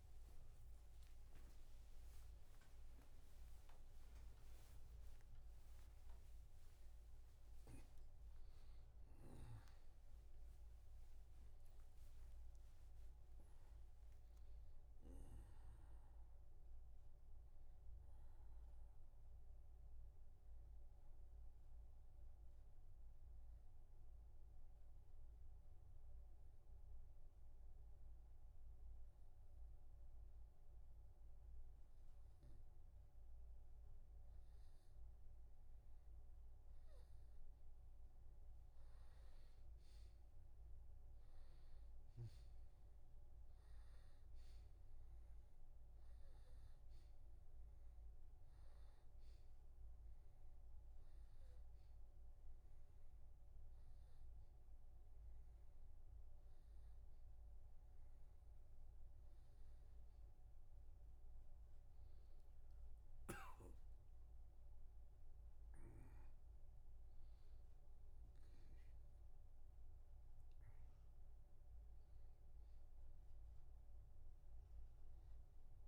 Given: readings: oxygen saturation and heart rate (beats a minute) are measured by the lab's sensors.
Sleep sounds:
a person partly awake in a sleep study, hard to hear, by a room microphone; 1
0.00-7.50 s: oxygen desaturation (device-marked, oxygen 91% lowest, heart rate 64 extreme)
16.50-75.88 s: new sleep stage, N2 (light sleep)
20.50-31.50 s: oxygen desaturation (device-marked, oxygen 96% before, 92% lowest, heart rate 119 before, 62 extreme)
23.50-34.00 s: obstructive apnea (oxygen 97% before, 92% lowest, heart rate 110 before, 62 extreme, up 0 after)
41.00-44.00 s: arousal
45.50-65.50 s: oxygen desaturation (device-marked, oxygen 98% before, 93% lowest, heart rate 64 before, 64 extreme)
65.50-70.50 s: arousal
From the record:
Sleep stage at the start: awake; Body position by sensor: on the back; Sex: male

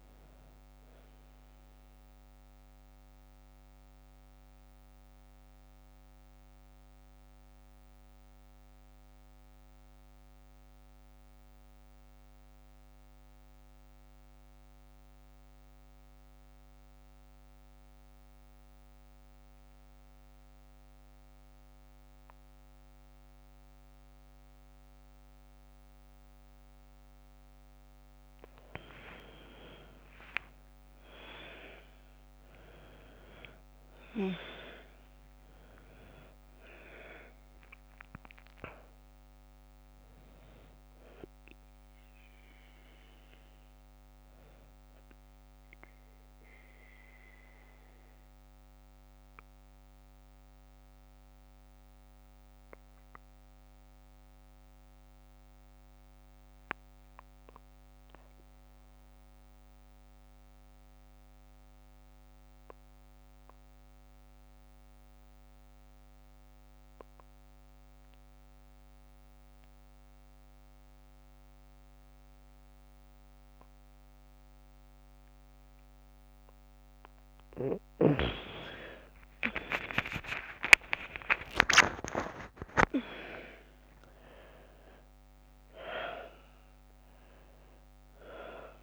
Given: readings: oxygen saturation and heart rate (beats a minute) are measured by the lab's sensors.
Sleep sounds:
breathing in sleep by a microphone on the trachea; 2
0.00-13.00 s: oxygen desaturation (device-marked, oxygen 92% lowest, heart rate 49 extreme)
2.50-27.00 s: mixed apnea (oxygen 100% before, 89% lowest, heart rate 56 before, 49 extreme, up 8 after)
28.50-34.50 s: arousal
32.00-56.00 s: oxygen desaturation (device-marked, oxygen 99% before, 91% lowest, heart rate 51 before, 50 extreme)
45.00-76.00 s: obstructive apnea (oxygen 100% before, 87% lowest, heart rate 57 before, 50 extreme, up 6 after)
70.00-88.83 s: oxygen desaturation (device-marked, oxygen 99% before, 87% lowest, heart rate 52 before, 46 extreme)
78.00-83.00 s: arousal
From the record:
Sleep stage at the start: N2 (light sleep); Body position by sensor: on the back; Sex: female

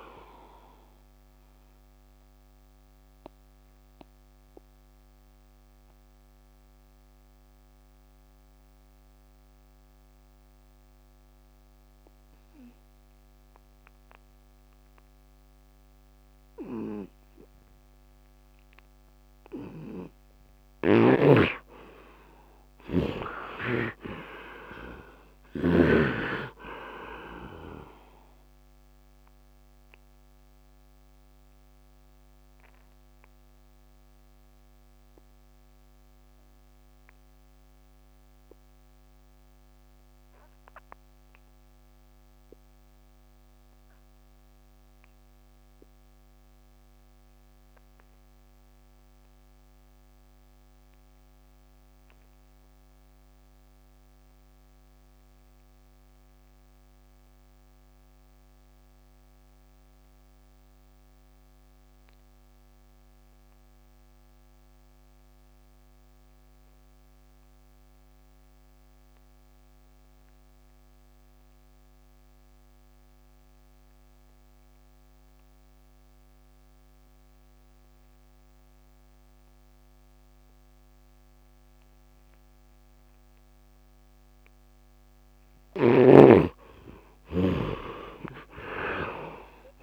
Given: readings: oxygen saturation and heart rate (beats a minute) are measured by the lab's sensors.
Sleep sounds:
breathing in sleep by a microphone on the trachea; 2
0.00-16.50 s: oxygen desaturation (device-marked, heart rate 66 extreme)
2.00-20.00 s: mixed apnea (heart rate 75 before, 74 extreme, up 19 after)
22.00-27.00 s: arousal
23.50-43.50 s: oxygen desaturation (device-marked, oxygen 87% before, 57% lowest, heart rate 82 before, 63 extreme)
29.50-84.50 s: obstructive apnea (heart rate 86 before, 63 extreme, up 33 after)
48.50-89.83 s: oxygen desaturation (device-marked, oxygen 97% before, 46% lowest, heart rate 80 before, 63 extreme)
85.00-89.83 s: snoring (device-marked)
85.50-89.50 s: arousal
From the record:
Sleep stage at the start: REM sleep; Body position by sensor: on the right side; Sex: male

